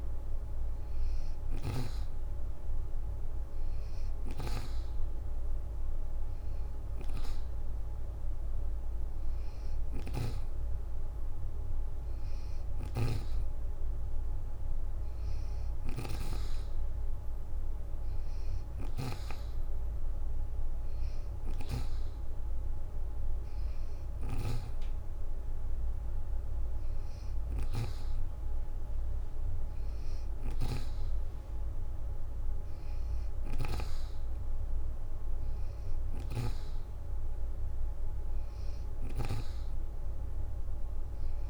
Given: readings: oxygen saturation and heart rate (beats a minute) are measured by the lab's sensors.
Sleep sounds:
breathing in sleep by a room microphone; none
0.00-1.50 s: snoring (device-marked)
2.50-3.50 s: leg movement (device-marked)
3.50-4.50 s: leg movement (device-marked)
3.50-10.00 s: snoring (device-marked)
5.00-6.50 s: leg movement (device-marked)
12.00-30.50 s: snoring (device-marked)
32.50-41.50 s: snoring (device-marked)
33.50-37.00 s: leg movement (device-marked)
From the record:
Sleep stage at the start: N2 (light sleep); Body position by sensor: on the back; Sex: female

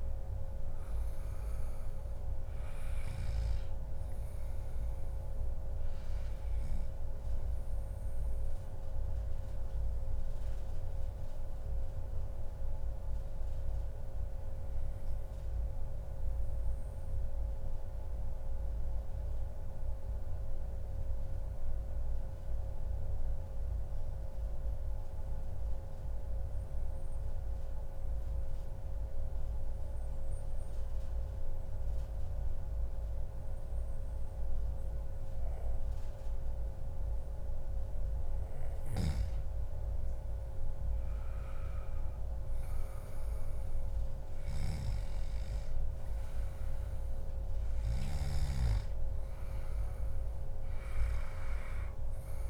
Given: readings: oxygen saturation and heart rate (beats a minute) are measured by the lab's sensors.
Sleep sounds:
breathing in sleep, hard to hear, by a room microphone; 1
19.00-37.00 s: obstructive apnea (oxygen 98% before, 94% lowest, heart rate 132 before, 95 extreme, up 0 after)
40.00-43.50 s: arousal
47.50-49.50 s: long interval between heartbeats (device-marked, heart rate 138 before, 95 extreme)
49.00-52.49 s: oxygen desaturation (device-marked, oxygen 97% before, 94% lowest, heart rate 134 before, 88 extreme)
From the record:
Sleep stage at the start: N2 (light sleep); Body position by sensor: on the back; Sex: male

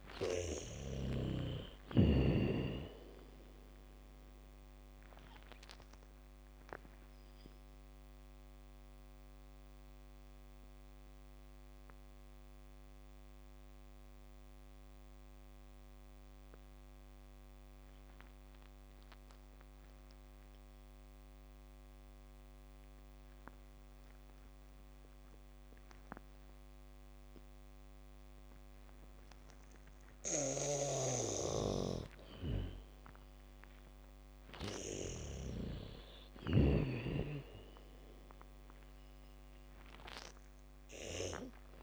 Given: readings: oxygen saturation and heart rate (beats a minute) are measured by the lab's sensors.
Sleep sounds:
breathing in sleep by a microphone on the trachea; 1
0.00-1.00 s: snoring (device-marked)
0.00-1.50 s: arousal
0.00-2.00 s: bradycardia (device-marked, heart rate 40 extreme)
0.00-21.00 s: oxygen desaturation (device-marked, oxygen 80% lowest, heart rate 29 extreme)
6.00-29.50 s: mixed apnea (oxygen 99% before, 80% lowest, heart rate 56 before, 41 extreme, up 0 after)
29.00-37.00 s: bradycardia (device-marked, heart rate 65 before, 48 extreme)
30.50-41.50 s: snoring (device-marked)
31.00-35.00 s: arousal
33.00-41.83 s: oxygen desaturation (device-marked, oxygen 98% before, 85% lowest, heart rate 72 before, 36 extreme)
From the record:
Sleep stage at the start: N2 (light sleep); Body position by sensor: on the back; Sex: female

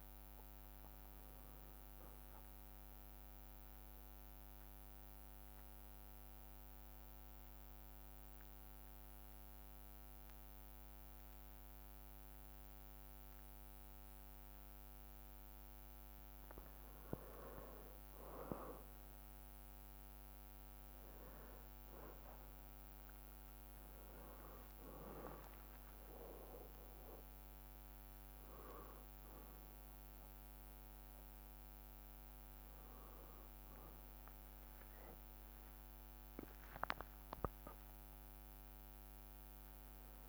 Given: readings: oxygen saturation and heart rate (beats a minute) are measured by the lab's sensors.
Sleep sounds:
breathing in sleep by a microphone on the trachea; 1
0.00-7.00 s: drop in pulse transit time (device-marked, heart rate 63 extreme)
3.00-16.50 s: mixed apnea (oxygen 96% before, 93% lowest, heart rate 65 before, 60 extreme, up 3 after)
23.50-27.50 s: arousal
24.00-36.00 s: drop in pulse transit time (device-marked, heart rate 62 before, 63 extreme)
From the record:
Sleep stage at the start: N2 (light sleep); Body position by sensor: on the back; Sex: male

